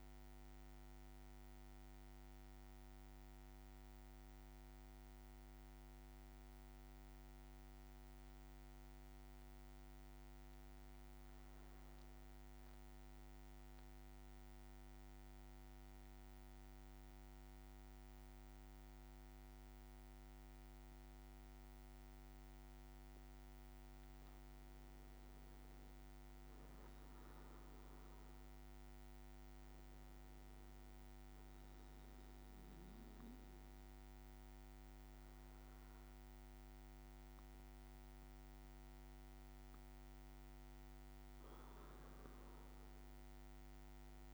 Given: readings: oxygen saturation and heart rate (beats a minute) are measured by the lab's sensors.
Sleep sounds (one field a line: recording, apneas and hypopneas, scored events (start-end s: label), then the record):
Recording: breathing in sleep, hard to hear, by a microphone on the trachea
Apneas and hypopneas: 1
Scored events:
12.50-24.50 s: central apnea (oxygen 99% before, 95% lowest, heart rate 54 before, 54 extreme, up 2 after)
25.00-44.34 s: oxygen desaturation (device-marked, oxygen 99% before, 95% lowest, heart rate 54 before, 53 extreme)
25.50-28.50 s: arousal
From the record:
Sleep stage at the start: N2 (light sleep)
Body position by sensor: on the back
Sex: male